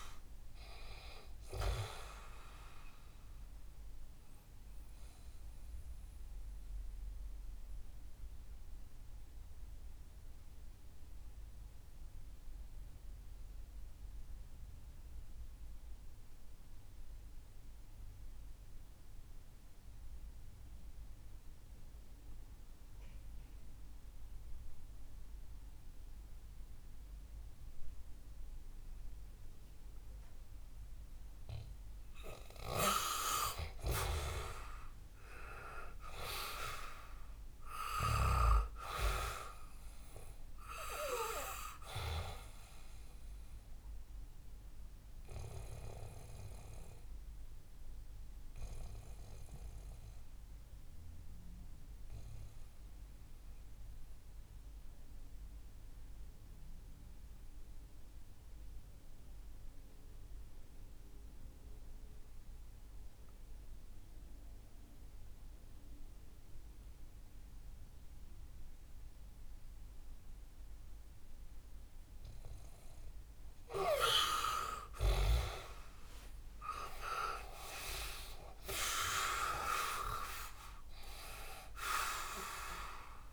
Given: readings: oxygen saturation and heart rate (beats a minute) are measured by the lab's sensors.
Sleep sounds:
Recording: breathing in sleep by a room microphone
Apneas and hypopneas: 2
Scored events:
0.00-22.00 s: oxygen desaturation (device-marked, oxygen 88% lowest, heart rate 61 extreme)
3.50-32.50 s: mixed apnea (oxygen 98% before, 88% lowest, heart rate 68 before, 59 extreme, up 10 after)
36.00-40.00 s: arousal
38.00-64.00 s: oxygen desaturation (device-marked, oxygen 98% before, 89% lowest, heart rate 64 before, 59 extreme)
44.00-73.00 s: obstructive apnea (oxygen 98% before, 89% lowest, heart rate 66 before, 57 extreme, up 7 after)
75.00-78.50 s: arousal
78.00-83.33 s: oxygen desaturation (device-marked, oxygen 98% before, 91% lowest, heart rate 64 before, 57 extreme)
From the record:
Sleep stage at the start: N2 (light sleep)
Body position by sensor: on the back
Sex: male

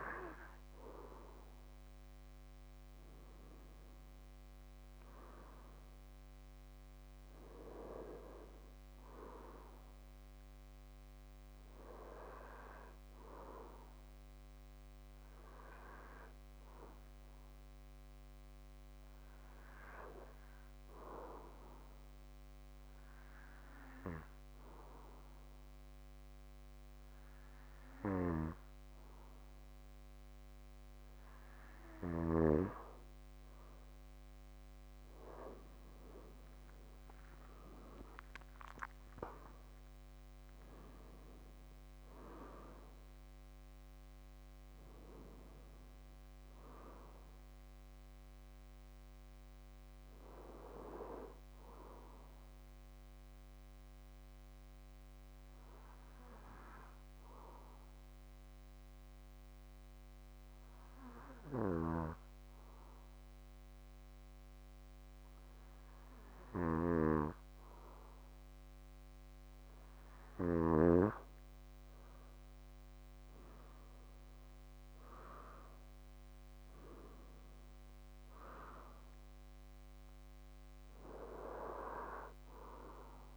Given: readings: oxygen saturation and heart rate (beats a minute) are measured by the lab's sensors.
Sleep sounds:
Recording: breathing in sleep by a microphone on the trachea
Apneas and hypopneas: 2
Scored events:
0.00-2.50 s: arousal
20.50-31.50 s: obstructive apnea (oxygen 95% before, 92% lowest, heart rate 60 before, 53 extreme, up 8 after)
34.50-39.00 s: arousal
52.50-67.50 s: obstructive apnea (oxygen 96% before, 92% lowest, heart rate 64 before, 52 extreme, up 16 after)
70.00-74.50 s: arousal
76.50-83.37 s: oxygen desaturation (device-marked, oxygen 97% before, 92% lowest, heart rate 62 before, 52 extreme)
From the record:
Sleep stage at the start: N2 (light sleep)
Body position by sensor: on the back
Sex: male

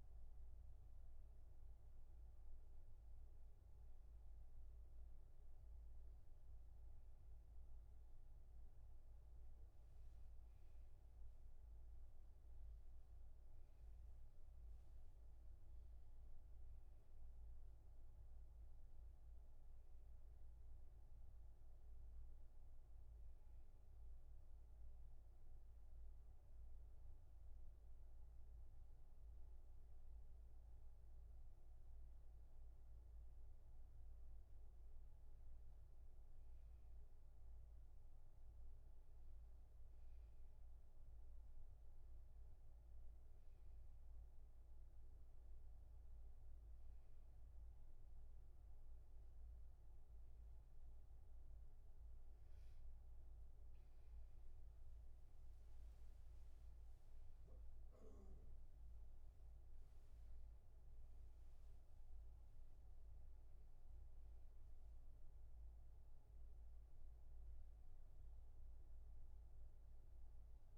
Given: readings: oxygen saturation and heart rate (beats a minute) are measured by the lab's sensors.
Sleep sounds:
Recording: breathing in sleep, hard to hear, by a room microphone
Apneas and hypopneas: 1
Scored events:
25.00-36.00 s: hypopnea (oxygen 94% before, 92% lowest, heart rate 72 before, 67 extreme, up 0 after)
36.00-40.50 s: arousal
44.00-56.00 s: oxygen desaturation (device-marked, oxygen 95% before, 92% lowest, heart rate 71 before, 66 extreme)
From the record:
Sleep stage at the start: N1 (lightest sleep)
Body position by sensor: on the back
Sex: male

